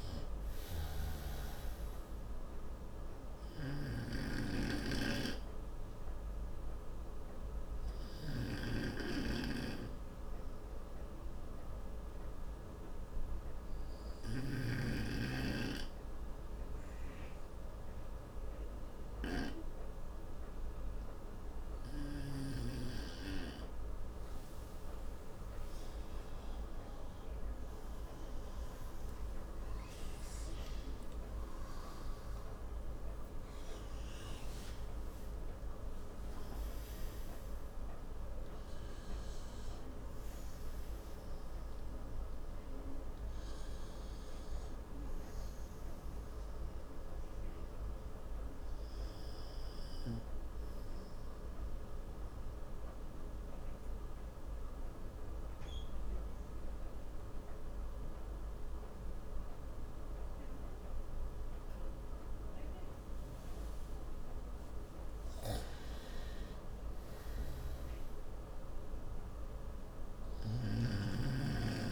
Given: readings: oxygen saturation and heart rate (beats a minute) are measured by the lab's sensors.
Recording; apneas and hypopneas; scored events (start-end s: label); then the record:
breathing in sleep by a room microphone; 2
0.00-1.50 s: arousal
4.00-15.00 s: snoring (device-marked)
7.00-25.50 s: obstructive apnea (oxygen 95% before, 89% lowest, heart rate 71 before, 64 extreme, up 56 after)
17.00-27.00 s: oxygen desaturation (device-marked, oxygen 95% before, 89% lowest, heart rate 70 before, 67 extreme)
26.50-31.50 s: arousal
42.00-71.92 s: new sleep stage, N1 (lightest sleep)
51.00-65.50 s: obstructive apnea (oxygen 96% before, 92% lowest, heart rate 89 before, 64 extreme, up 6 after)
67.00-70.50 s: arousal
From the record:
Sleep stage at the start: N2 (light sleep); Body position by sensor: on the right side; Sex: male